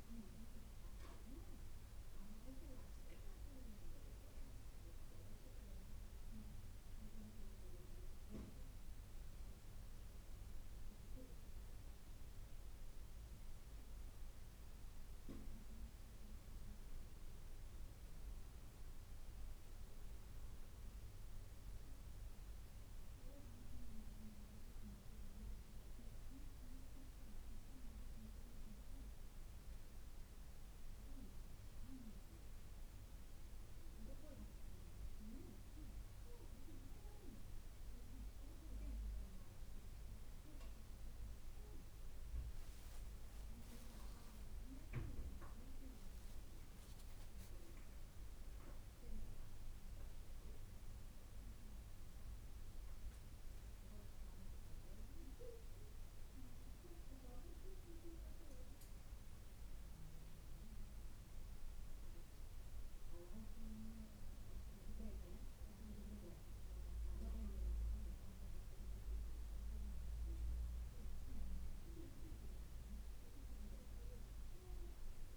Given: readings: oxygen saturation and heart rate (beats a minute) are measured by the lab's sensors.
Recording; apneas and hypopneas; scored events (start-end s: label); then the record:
breathing in sleep by a room microphone; none
39.50-75.37 s: new sleep stage, N1 (lightest sleep)
42.50-47.50 s: arousal
From the record:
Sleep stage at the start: N2 (light sleep); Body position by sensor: on the right side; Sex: female